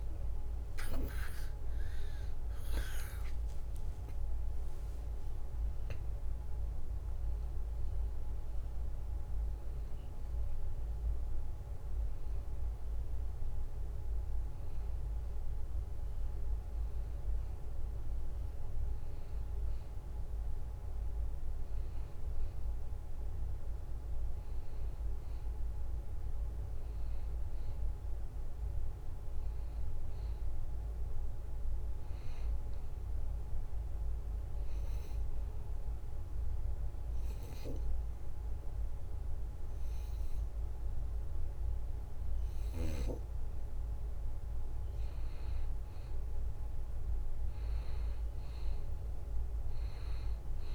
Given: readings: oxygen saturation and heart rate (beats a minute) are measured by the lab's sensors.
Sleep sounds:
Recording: breathing in sleep, hard to hear, by a room microphone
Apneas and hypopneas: 1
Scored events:
0.00-9.50 s: oxygen desaturation (device-marked, oxygen 90% lowest, heart rate 74 extreme)
35.00-45.50 s: obstructive apnea (oxygen 94% before, 90% lowest, heart rate 75 before, 71 extreme, up 4 after)
47.00-50.50 s: arousal
From the record:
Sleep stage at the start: N2 (light sleep)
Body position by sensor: on the back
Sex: male

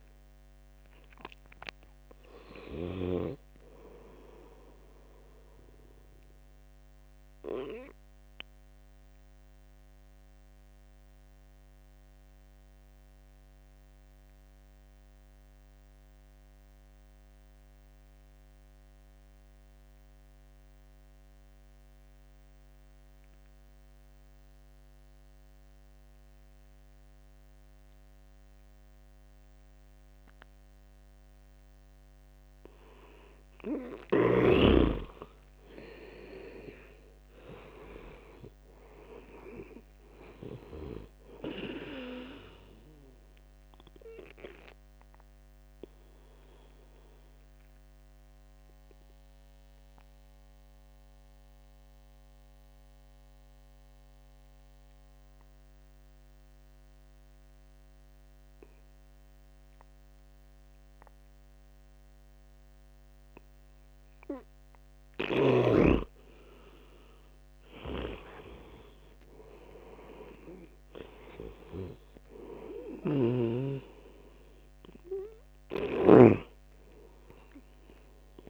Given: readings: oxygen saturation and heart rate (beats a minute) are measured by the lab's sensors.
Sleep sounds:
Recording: breathing in sleep by a microphone on the trachea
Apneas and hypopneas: 2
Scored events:
0.00-1.00 s: oxygen desaturation (device-marked, oxygen 90% lowest, heart rate 75 extreme)
6.50-32.50 s: obstructive apnea (oxygen 96% before, 85% lowest, heart rate 83 before, 76 extreme, up 6 after)
28.00-62.00 s: oxygen desaturation (device-marked, oxygen 98% before, 85% lowest, heart rate 79 before, 74 extreme)
36.50-40.50 s: arousal
45.00-64.00 s: obstructive apnea (oxygen 99% before, 85% lowest, heart rate 78 before, 74 extreme, up 4 after)
67.00-70.50 s: arousal
74.00-78.50 s: oxygen desaturation (device-marked, oxygen 97% before, 87% lowest, heart rate 79 before, 73 extreme)
From the record:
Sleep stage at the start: N2 (light sleep)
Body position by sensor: on the right side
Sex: male

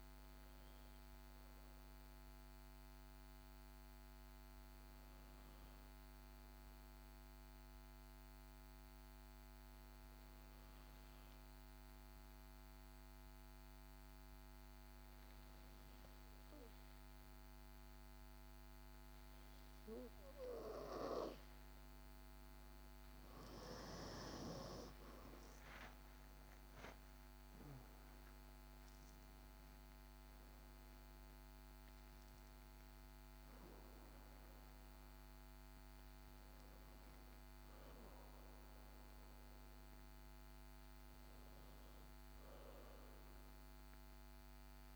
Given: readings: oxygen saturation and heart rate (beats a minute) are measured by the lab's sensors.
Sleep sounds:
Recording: breathing in sleep by a microphone on the trachea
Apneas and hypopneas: 1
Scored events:
1.50-22.50 s: obstructive apnea (oxygen 94% before, 90% lowest, heart rate 61 before, 54 extreme, up 12 after)
26.00-30.50 s: arousal
27.00-44.96 s: oxygen desaturation (device-marked, oxygen 97% before, 90% lowest, heart rate 58 before, 55 extreme)
From the record:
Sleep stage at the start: N2 (light sleep)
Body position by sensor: on the back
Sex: female

